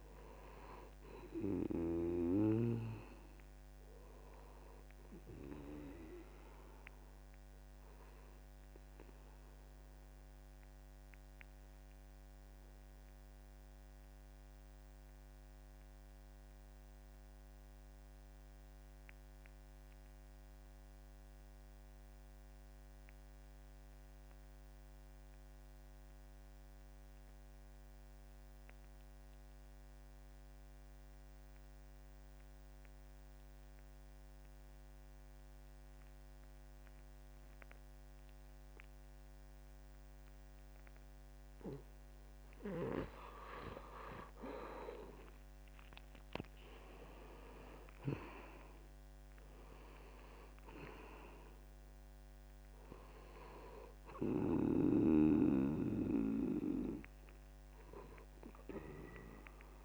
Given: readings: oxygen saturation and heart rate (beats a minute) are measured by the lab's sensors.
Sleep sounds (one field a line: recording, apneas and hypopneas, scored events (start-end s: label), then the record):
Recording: breathing in sleep by a microphone on the trachea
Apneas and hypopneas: 1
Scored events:
0.00-18.00 s: oxygen desaturation (device-marked, oxygen 74% lowest, heart rate 66 extreme)
10.50-42.50 s: obstructive apnea (oxygen 86% before, 74% lowest, heart rate 79 before, 67 extreme, up 7 after)
30.00-59.85 s: oxygen desaturation (device-marked, oxygen 97% before, 76% lowest, heart rate 68 before, 66 extreme)
45.00-49.00 s: arousal
From the record:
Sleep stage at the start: N2 (light sleep)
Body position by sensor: on the back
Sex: male